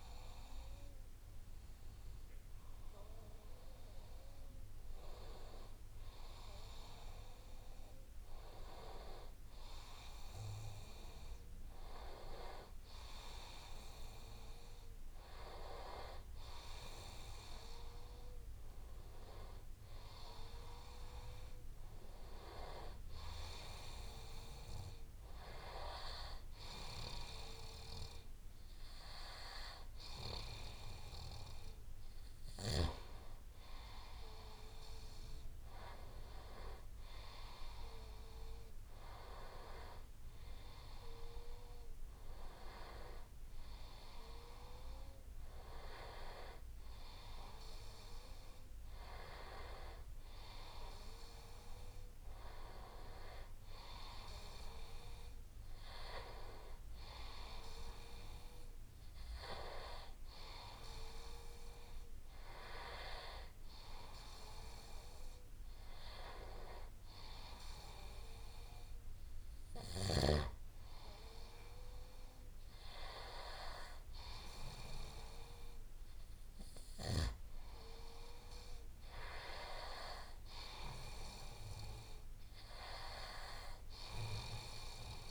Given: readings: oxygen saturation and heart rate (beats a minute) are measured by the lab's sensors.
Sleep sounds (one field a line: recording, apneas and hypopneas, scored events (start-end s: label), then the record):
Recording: a person partly awake in a sleep study, by a room microphone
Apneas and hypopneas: none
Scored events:
11.50-14.50 s: oxygen desaturation (device-marked, oxygen 98% before, 97% lowest, heart rate 75 before, 72 extreme)
16.50-85.31 s: new sleep stage, N1 (lightest sleep)
From the record:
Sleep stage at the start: awake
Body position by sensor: on the right side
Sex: male